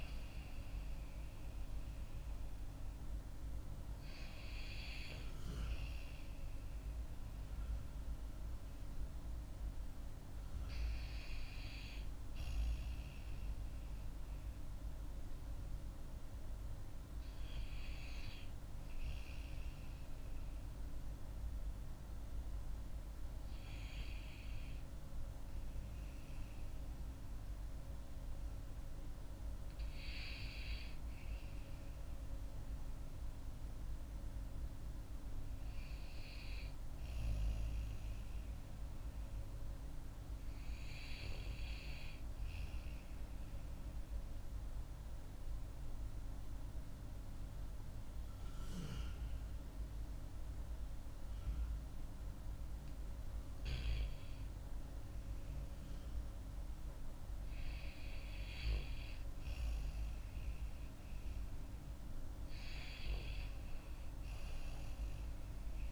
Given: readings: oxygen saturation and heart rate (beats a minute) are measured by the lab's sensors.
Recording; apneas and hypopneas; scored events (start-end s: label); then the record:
breathing in sleep, hard to hear, by a room microphone; 1
0.00-25.50 s: oxygen desaturation (device-marked, oxygen 88% lowest)
30.50-35.00 s: arousal
44.00-55.00 s: central apnea (oxygen 97% before, 92% lowest)
63.50-65.92 s: arousal
From the record:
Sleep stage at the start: N2 (light sleep); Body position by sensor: on the back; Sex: female